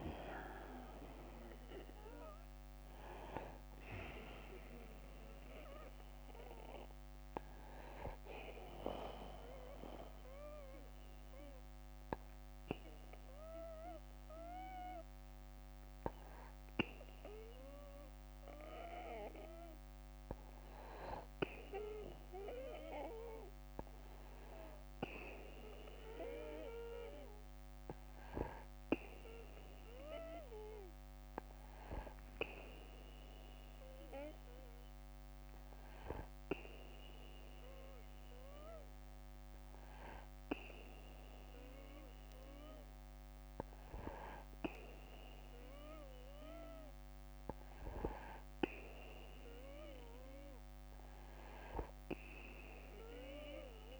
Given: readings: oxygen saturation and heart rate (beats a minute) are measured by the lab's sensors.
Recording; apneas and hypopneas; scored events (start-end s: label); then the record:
breathing in sleep by a microphone on the trachea; 1
0.00-10.50 s: oxygen desaturation (device-marked, oxygen 88% lowest, heart rate 58 extreme)
6.00-19.50 s: hypopnea (oxygen 91% before, 87% lowest, heart rate 66 before, 58 extreme, up 11 after)
23.00-26.50 s: arousal
52.00-54.00 s: arousal
From the record:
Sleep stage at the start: N2 (light sleep); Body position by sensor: on the back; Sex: male